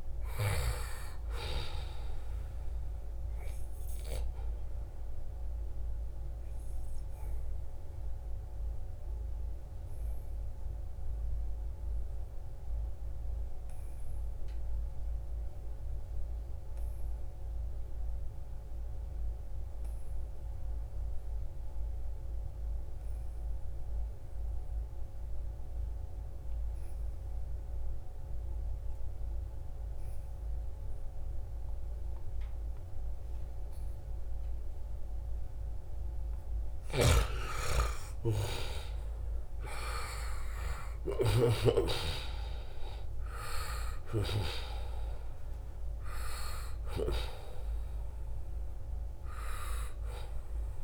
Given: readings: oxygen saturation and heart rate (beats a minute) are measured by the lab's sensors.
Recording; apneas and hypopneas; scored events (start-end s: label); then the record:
breathing in sleep by a room microphone; 1
0.00-12.00 s: oxygen desaturation (device-marked, oxygen 92% lowest, heart rate 66 extreme)
4.50-36.50 s: mixed apnea (oxygen 97% before, 88% lowest, heart rate 78 before, 66 extreme, up 13 after)
33.00-50.84 s: oxygen desaturation (device-marked, oxygen 96% before, 88% lowest, heart rate 70 before, 68 extreme)
36.50-41.00 s: snoring (device-marked)
38.00-44.00 s: arousal
From the record:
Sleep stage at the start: N2 (light sleep); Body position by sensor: on the right side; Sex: male